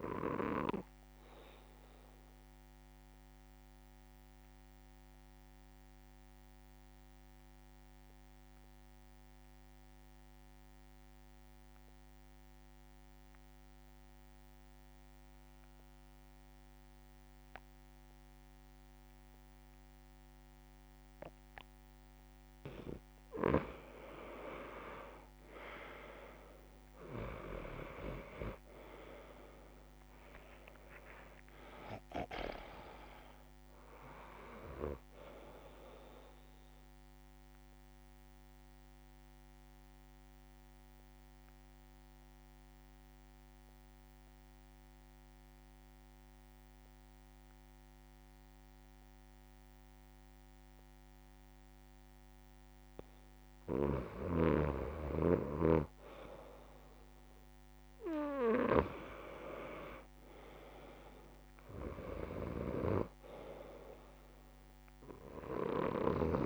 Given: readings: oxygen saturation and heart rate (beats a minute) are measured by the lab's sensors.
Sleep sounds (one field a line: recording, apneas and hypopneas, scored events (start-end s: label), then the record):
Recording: breathing in sleep by a microphone on the trachea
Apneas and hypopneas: 2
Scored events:
0.00-15.00 s: oxygen desaturation (device-marked, oxygen 88% lowest)
1.50-21.50 s: obstructive apnea (oxygen 98% before, 88% lowest)
24.00-28.00 s: arousal
25.00-49.00 s: oxygen desaturation (device-marked, oxygen 98% before, 88% lowest)
37.50-53.50 s: obstructive apnea (oxygen 98% before, 87% lowest)
55.00-58.50 s: arousal
59.00-66.45 s: oxygen desaturation (device-marked, oxygen 100% before, 91% lowest)
From the record:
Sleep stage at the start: N2 (light sleep)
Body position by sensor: on the back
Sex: male